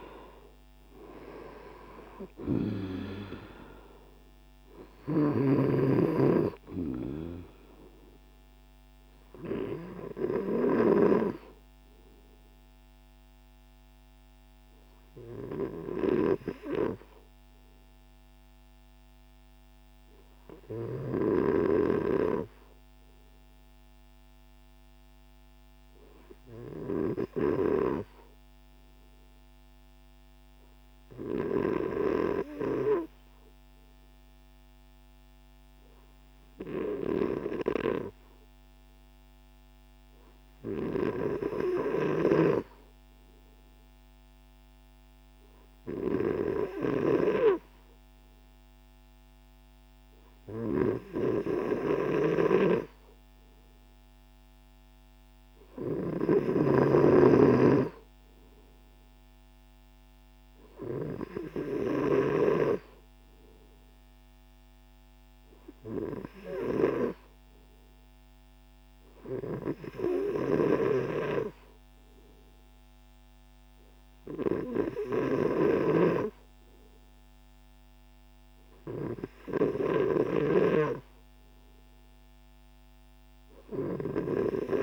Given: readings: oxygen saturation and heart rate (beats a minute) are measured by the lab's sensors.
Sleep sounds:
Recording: breathing in sleep by a microphone on the trachea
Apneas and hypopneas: 1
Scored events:
13.00-17.50 s: arousal
20.50-49.50 s: hypopnea (oxygen 99% before, 95% lowest)
53.00-56.50 s: arousal
From the record:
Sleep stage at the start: N3 (deep sleep)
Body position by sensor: on the right side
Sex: male

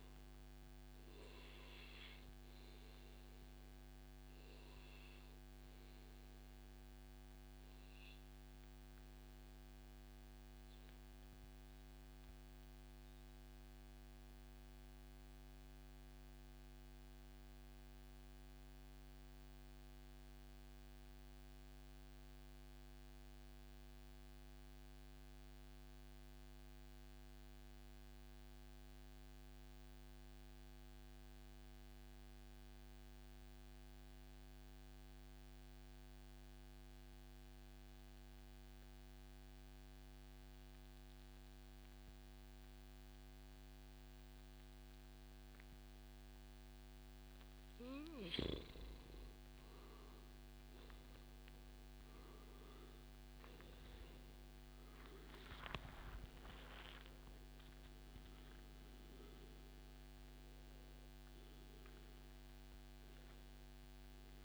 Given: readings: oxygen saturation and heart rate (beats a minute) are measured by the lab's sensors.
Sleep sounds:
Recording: breathing in sleep, hard to hear, by a microphone on the trachea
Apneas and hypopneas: 1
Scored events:
0.00-9.00 s: oxygen desaturation (device-marked, oxygen 93% lowest, heart rate 97 extreme)
0.50-46.50 s: obstructive apnea (oxygen 98% before, 93% lowest, heart rate 128 before, 97 extreme, up 0 after)
19.00-21.00 s: long interval between heartbeats (device-marked, heart rate 142 before, 125 extreme)
23.50-25.50 s: long interval between heartbeats (device-marked, heart rate 139 before, 101 extreme)
26.00-28.00 s: long interval between heartbeats (device-marked, heart rate 133 before, 101 extreme)
38.00-62.00 s: oxygen desaturation (device-marked, oxygen 99% before, 93% lowest, heart rate 118 before, 139 extreme)
51.50-55.00 s: arousal
From the record:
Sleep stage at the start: N2 (light sleep)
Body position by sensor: on the back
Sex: male

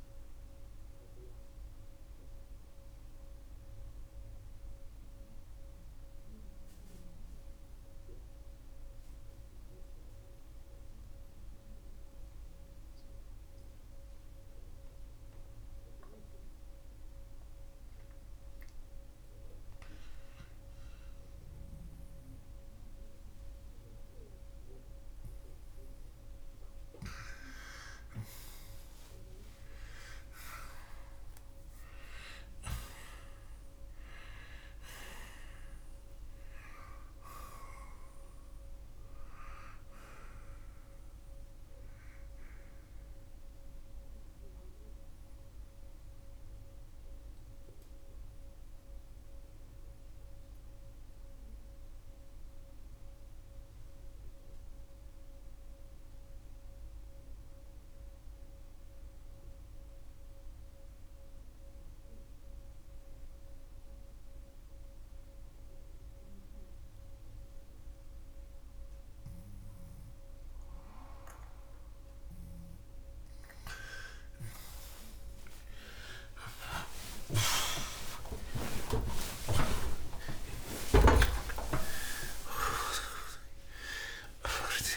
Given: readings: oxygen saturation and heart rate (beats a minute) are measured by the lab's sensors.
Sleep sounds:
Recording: breathing in sleep by a room microphone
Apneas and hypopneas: 2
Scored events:
2.00-27.00 s: mixed apnea (oxygen 95% before, 85% lowest, heart rate 94 before, 66 extreme, up 19 after)
15.50-35.50 s: oxygen desaturation (device-marked, oxygen 94% before, 85% lowest, heart rate 80 before, 66 extreme)
29.50-35.50 s: arousal
45.50-72.00 s: central apnea (oxygen 95% before, 86% lowest, heart rate 78 before, 67 extreme)
45.50-74.50 s: oxygen desaturation (device-marked, oxygen 95% before, 86% lowest, heart rate 78 before, 67 extreme)
80.50-84.96 s: new sleep stage, awake
From the record:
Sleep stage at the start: N2 (light sleep)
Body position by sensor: on the left side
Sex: male

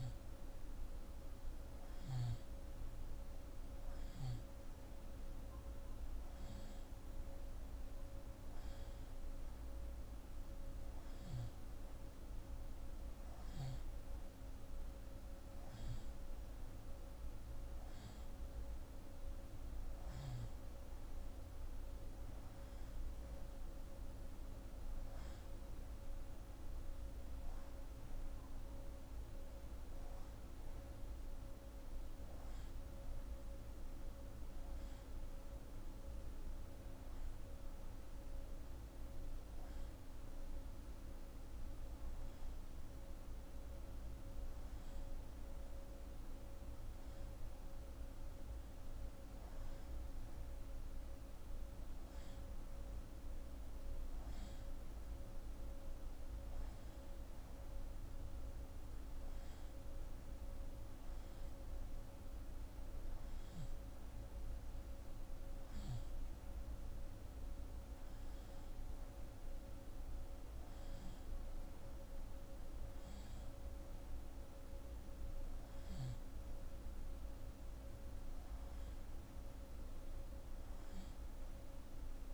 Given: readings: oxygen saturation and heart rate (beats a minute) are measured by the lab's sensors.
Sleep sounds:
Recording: breathing in sleep, hard to hear, by a room microphone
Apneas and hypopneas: none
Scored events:
none scored
From the record:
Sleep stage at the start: N2 (light sleep)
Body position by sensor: on the left side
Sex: female

